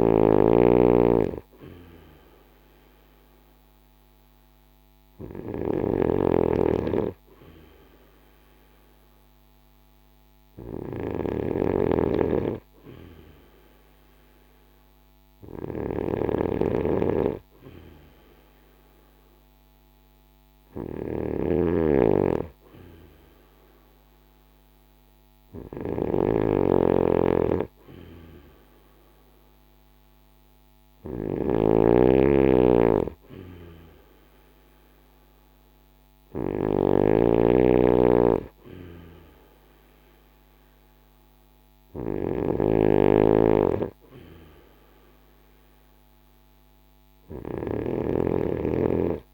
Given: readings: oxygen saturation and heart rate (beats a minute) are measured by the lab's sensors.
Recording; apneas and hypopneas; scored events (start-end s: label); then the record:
breathing in sleep by a microphone on the trachea; none
0.00-49.33 s: snoring (device-marked)
From the record:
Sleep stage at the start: N2 (light sleep); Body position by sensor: on the right side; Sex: male